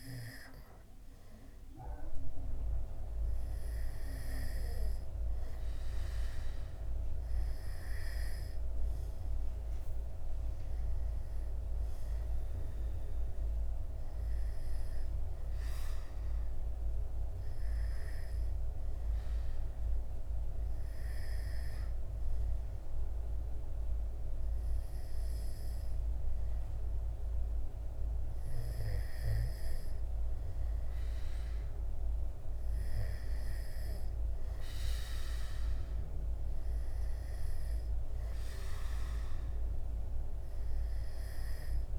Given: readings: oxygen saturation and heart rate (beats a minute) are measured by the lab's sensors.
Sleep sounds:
a person partly awake in a sleep study, hard to hear, by a room microphone; none
30.00-41.99 s: new sleep stage, awake
From the record:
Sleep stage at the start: N2 (light sleep); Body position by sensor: on the back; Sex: male

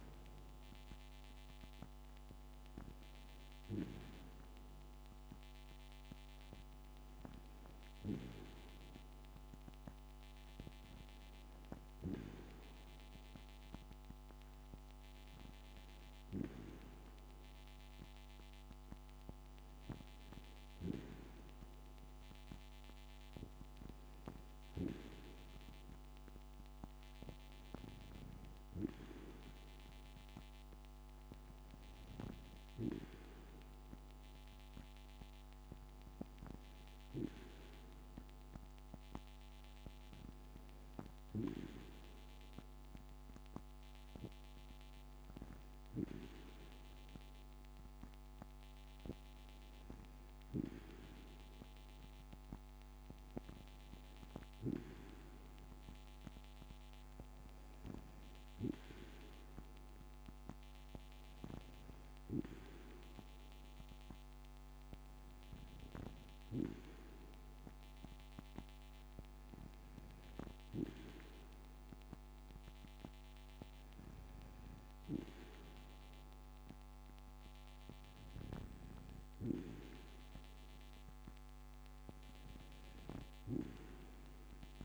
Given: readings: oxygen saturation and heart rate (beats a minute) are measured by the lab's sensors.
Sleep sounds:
breathing in sleep by a microphone on the trachea; none
none scored
From the record:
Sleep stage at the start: N2 (light sleep); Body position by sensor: on the back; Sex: female

